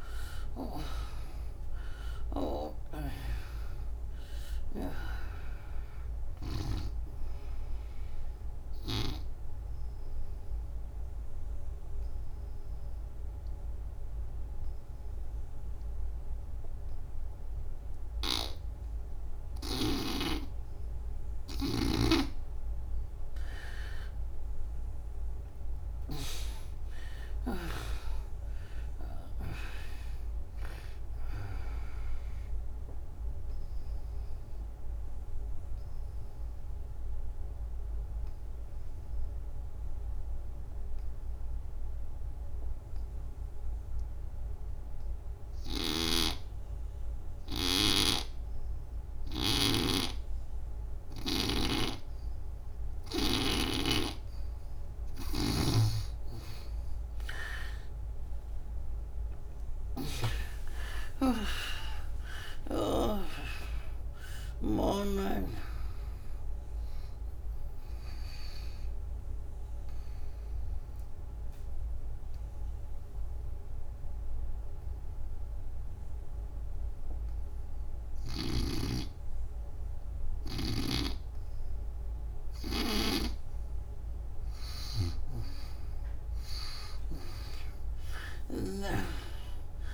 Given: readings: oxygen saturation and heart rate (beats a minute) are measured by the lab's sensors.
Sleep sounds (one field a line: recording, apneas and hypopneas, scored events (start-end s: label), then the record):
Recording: breathing in sleep by a room microphone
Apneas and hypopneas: 3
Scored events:
0.00-3.50 s: arousal
0.00-15.50 s: oxygen desaturation (device-marked, oxygen 86% lowest, heart rate 72 extreme)
9.00-21.50 s: obstructive apnea (oxygen 98% before, 82% lowest, heart rate 82 before, 66 extreme, up 29 after)
23.00-26.50 s: arousal
30.50-41.50 s: oxygen desaturation (device-marked, oxygen 96% before, 83% lowest, heart rate 82 before, 66 extreme)
32.00-53.00 s: obstructive apnea (oxygen 97% before, 82% lowest, heart rate 83 before, 66 extreme, up 42 after)
45.50-53.50 s: snoring (device-marked)
57.50-61.00 s: arousal
57.50-78.50 s: oxygen desaturation (device-marked, oxygen 97% before, 82% lowest, heart rate 71 before, 67 extreme)
69.50-83.00 s: obstructive apnea (oxygen 98% before, 77% lowest, heart rate 92 before, 66 extreme, up 28 after)
86.00-89.94 s: arousal
From the record:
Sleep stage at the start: N2 (light sleep)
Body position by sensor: on the back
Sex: female